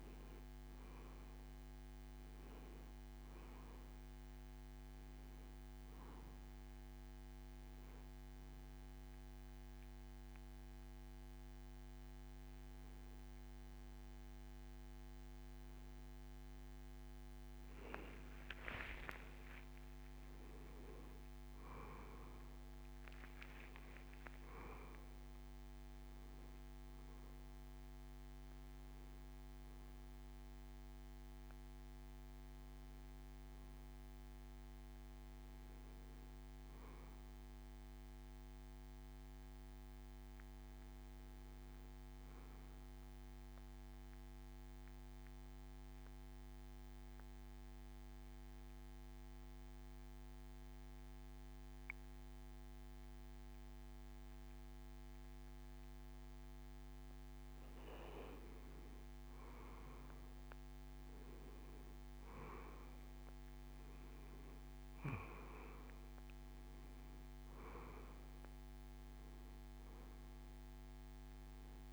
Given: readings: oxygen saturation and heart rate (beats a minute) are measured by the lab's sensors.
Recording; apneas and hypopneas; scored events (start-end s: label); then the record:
breathing in sleep, hard to hear, by a microphone on the trachea; 2
7.50-18.00 s: hypopnea (oxygen 97% before, 92% lowest)
19.50-23.50 s: arousal
43.50-57.00 s: central apnea (oxygen 96% before, 92% lowest)
48.50-71.93 s: new sleep stage, N2 (light sleep)
61.50-66.00 s: arousal
63.50-71.93 s: oxygen desaturation (device-marked, oxygen 95% before, 92% lowest)
From the record:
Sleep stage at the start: N1 (lightest sleep); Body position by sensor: on the back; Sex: male